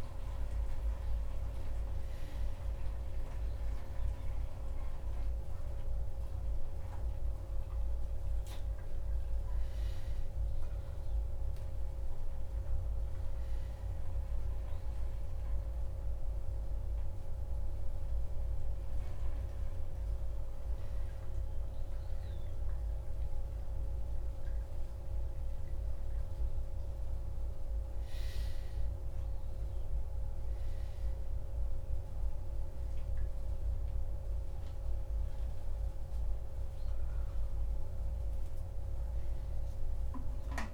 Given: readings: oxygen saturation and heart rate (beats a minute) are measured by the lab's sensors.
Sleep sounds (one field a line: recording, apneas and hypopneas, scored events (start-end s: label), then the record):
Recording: a person awake in a sleep study, hard to hear, by a room microphone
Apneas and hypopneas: none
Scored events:
none scored
From the record:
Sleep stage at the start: awake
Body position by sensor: upright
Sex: male